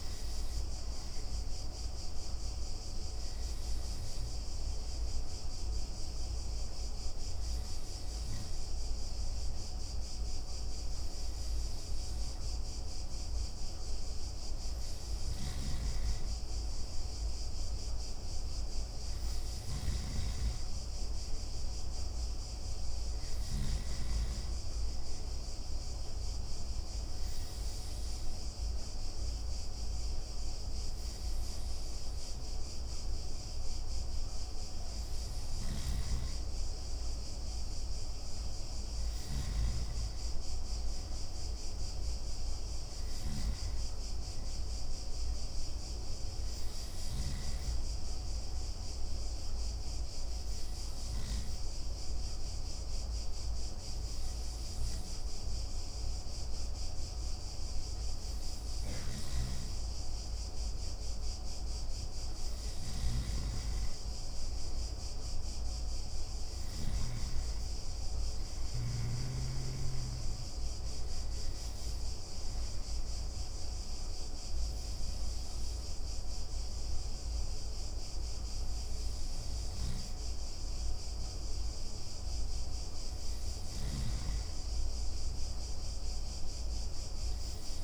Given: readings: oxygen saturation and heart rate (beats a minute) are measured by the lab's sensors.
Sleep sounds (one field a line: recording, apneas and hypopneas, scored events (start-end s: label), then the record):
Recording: breathing in sleep, hard to hear, by a room microphone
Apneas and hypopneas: 4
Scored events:
4.00-14.50 s: obstructive apnea (oxygen 93% before, 90% lowest)
15.00-23.50 s: snoring (device-marked)
16.00-20.50 s: arousal
26.50-37.00 s: obstructive apnea (oxygen 94% before, 91% lowest)
35.50-47.50 s: snoring (device-marked)
38.00-42.00 s: arousal
48.50-60.50 s: oxygen desaturation (device-marked, oxygen 94% before, 91% lowest)
49.00-61.50 s: obstructive apnea (oxygen 94% before, 91% lowest)
58.50-67.00 s: snoring (device-marked)
63.50-68.00 s: arousal
72.50-83.50 s: obstructive apnea (oxygen 94% before, 91% lowest)
79.50-87.84 s: snoring (device-marked)
86.50-87.84 s: arousal
From the record:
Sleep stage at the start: N2 (light sleep)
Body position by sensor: on the back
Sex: male